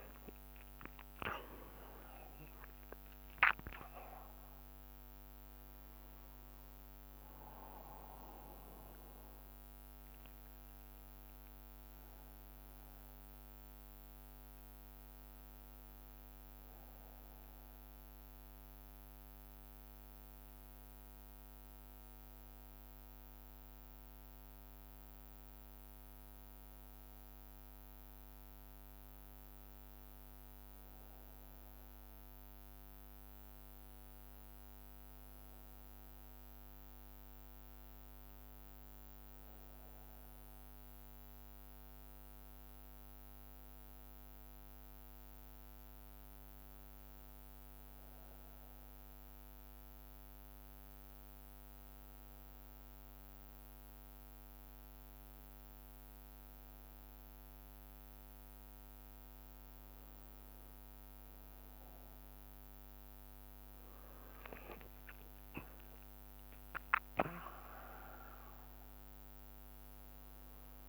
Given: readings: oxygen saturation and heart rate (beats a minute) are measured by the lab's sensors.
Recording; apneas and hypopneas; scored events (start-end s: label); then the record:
breathing in sleep by a microphone on the trachea; 1
0.00-25.50 s: bradycardia (device-marked)
1.00-3.00 s: long interval between heartbeats (device-marked, heart rate 44 before, 65 extreme)
6.50-8.50 s: long interval between heartbeats (device-marked, heart rate 50 before, 52 extreme)
15.50-17.50 s: long interval between heartbeats (device-marked, heart rate 58 before, 55 extreme)
19.50-21.50 s: long interval between heartbeats (device-marked, heart rate 56 before, 51 extreme)
20.50-30.50 s: drop in pulse transit time (device-marked, heart rate 56 before, 40 extreme)
23.00-25.00 s: long interval between heartbeats (device-marked, heart rate 54 before, 40 extreme)
29.50-70.89 s: new sleep stage, N2 (light sleep)
38.50-42.50 s: arousal
45.50-62.50 s: hypopnea (oxygen 92% before, 90% lowest)
47.50-58.50 s: drop in pulse transit time (device-marked)
50.50-52.50 s: long interval between heartbeats (device-marked, heart rate 64 before, 64 extreme)
50.50-64.50 s: bradycardia (device-marked)
60.00-62.00 s: long interval between heartbeats (device-marked, heart rate 56 before, 36 extreme)
65.50-69.50 s: arousal
From the record:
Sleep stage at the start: N1 (lightest sleep); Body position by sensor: on the right side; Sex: male